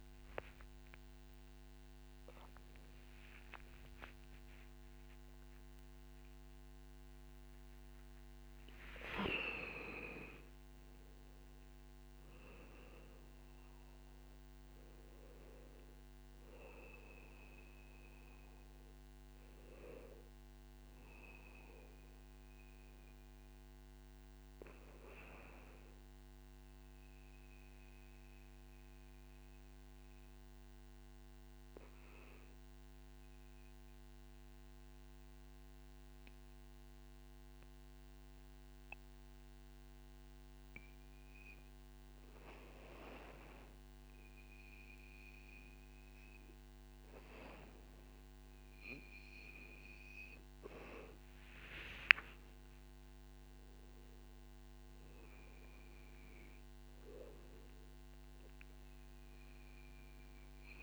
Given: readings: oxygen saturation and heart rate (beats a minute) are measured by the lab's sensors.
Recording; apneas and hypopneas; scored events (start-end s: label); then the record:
breathing in sleep by a microphone on the trachea; 1
0.00-3.50 s: arousal
1.50-19.50 s: oxygen desaturation (device-marked, oxygen 99% before, 95% lowest, heart rate 58 before, 46 extreme)
4.00-6.00 s: long interval between heartbeats (device-marked, heart rate 60 before, 83 extreme)
7.00-9.00 s: long interval between heartbeats (device-marked, heart rate 67 before, 132 extreme)
10.00-12.00 s: long interval between heartbeats (device-marked, heart rate 79 before, 126 extreme)
26.50-36.50 s: oxygen desaturation (device-marked, oxygen 97% before, 94% lowest, heart rate 87 before, 48 extreme)
27.50-46.00 s: obstructive apnea (oxygen 98% before, 94% lowest, heart rate 83 before, 48 extreme, up 31 after)
48.50-52.00 s: arousal
50.50-60.83 s: oxygen desaturation (device-marked, oxygen 100% before, 94% lowest, heart rate 50 before, 47 extreme)
52.50-54.50 s: long interval between heartbeats (device-marked, heart rate 51 before, 78 extreme)
From the record:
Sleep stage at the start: N2 (light sleep); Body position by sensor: on the back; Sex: male